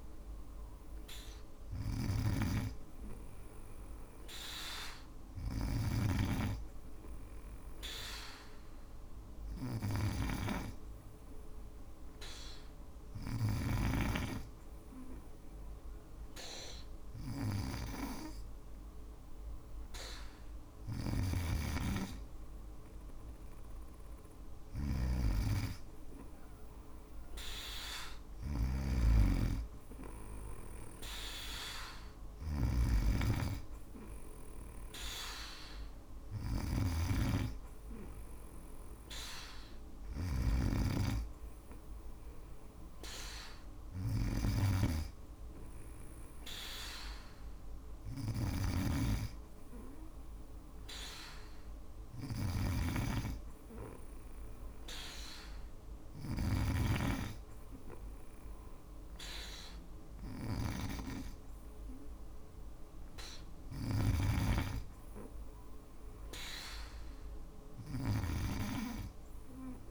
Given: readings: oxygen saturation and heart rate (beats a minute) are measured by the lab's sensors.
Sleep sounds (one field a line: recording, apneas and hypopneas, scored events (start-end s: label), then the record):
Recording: breathing in sleep by a room microphone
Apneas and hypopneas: 1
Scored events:
0.00-13.00 s: snoring (device-marked)
8.50-21.00 s: hypopnea (oxygen 96% before, 94% lowest)
20.00-69.91 s: snoring (device-marked)
27.50-30.50 s: arousal
From the record:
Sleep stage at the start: N2 (light sleep)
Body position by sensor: on the back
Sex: female